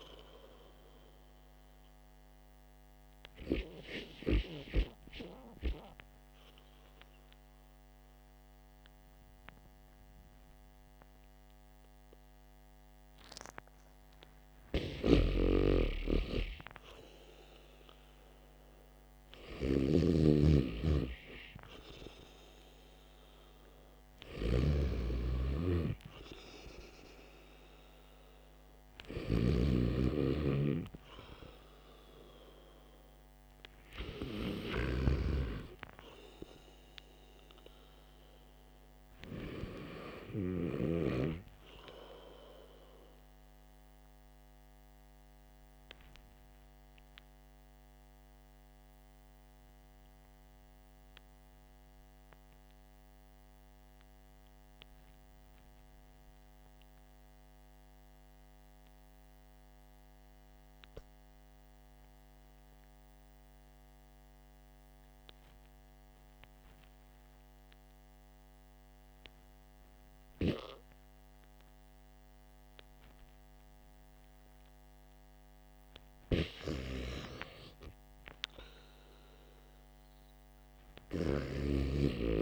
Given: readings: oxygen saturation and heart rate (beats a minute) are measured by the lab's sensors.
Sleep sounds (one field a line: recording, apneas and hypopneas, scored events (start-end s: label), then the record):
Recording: breathing in sleep by a microphone on the trachea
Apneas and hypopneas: 2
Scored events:
0.00-12.50 s: oxygen desaturation (device-marked, oxygen 93% lowest, heart rate 50 extreme)
4.50-15.50 s: obstructive apnea (oxygen 97% before, 93% lowest, heart rate 57 before, 50 extreme, up 13 after)
19.50-24.50 s: arousal
44.00-74.50 s: obstructive apnea (oxygen 95% before, 88% lowest, heart rate 63 before, 48 extreme, up 19 after)
78.50-82.42 s: arousal
From the record:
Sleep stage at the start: REM sleep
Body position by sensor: on the back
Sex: male